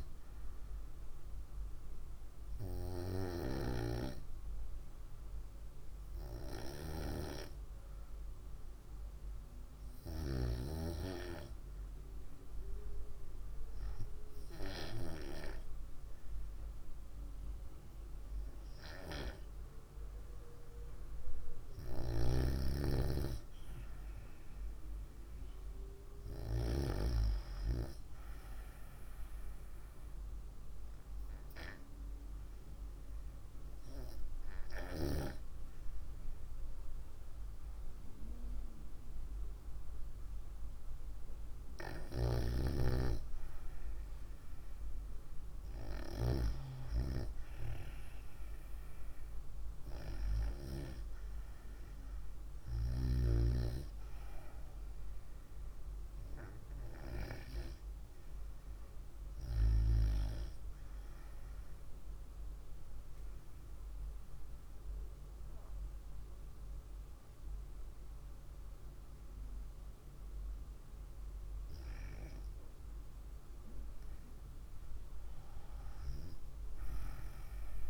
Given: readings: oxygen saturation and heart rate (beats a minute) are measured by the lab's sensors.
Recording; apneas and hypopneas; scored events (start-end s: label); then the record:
breathing in sleep by a room microphone; 2
19.50-23.00 s: arousal
30.50-43.50 s: hypopnea (oxygen 97% before, 93% lowest, heart rate 62 before, 56 extreme, up 5 after)
46.50-50.00 s: arousal
63.00-73.50 s: obstructive apnea (oxygen 95% before, 93% lowest, heart rate 61 before, 58 extreme)
75.00-77.90 s: arousal
From the record:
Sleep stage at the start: N2 (light sleep); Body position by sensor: on the right side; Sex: female